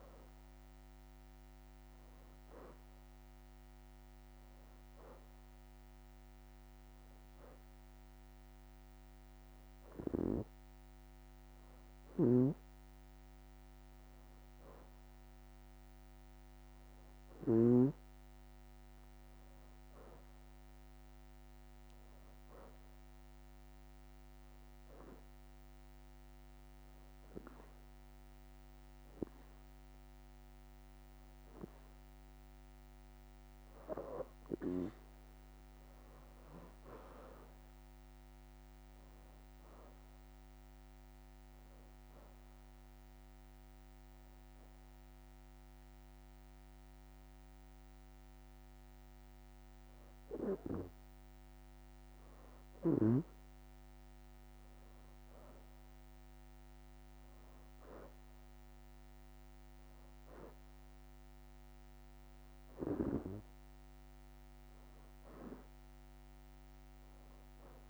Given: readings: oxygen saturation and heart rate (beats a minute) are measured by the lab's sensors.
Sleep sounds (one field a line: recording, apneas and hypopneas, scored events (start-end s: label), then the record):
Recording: breathing in sleep by a microphone on the trachea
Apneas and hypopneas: 2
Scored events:
0.00-2.50 s: leg movement (device-marked)
3.00-13.00 s: oxygen desaturation (device-marked, oxygen 94% before, 91% lowest, heart rate 86 before, 79 extreme)
12.00-18.00 s: snoring (device-marked)
19.00-21.50 s: leg movement (device-marked)
20.00-23.00 s: arousal
25.00-35.00 s: hypopnea (oxygen 94% before, 85% lowest, heart rate 85 before, 76 extreme, up 9 after)
28.00-30.50 s: leg movement (device-marked)
36.50-40.00 s: arousal
43.50-54.00 s: hypopnea (oxygen 92% before, 85% lowest, heart rate 84 before, 76 extreme, up 10 after)
44.00-61.00 s: oxygen desaturation (device-marked, oxygen 92% before, 85% lowest, heart rate 84 before, 76 extreme)
57.00-60.00 s: arousal
65.00-67.90 s: leg movement (device-marked)
From the record:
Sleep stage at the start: N2 (light sleep)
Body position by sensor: on the back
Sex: female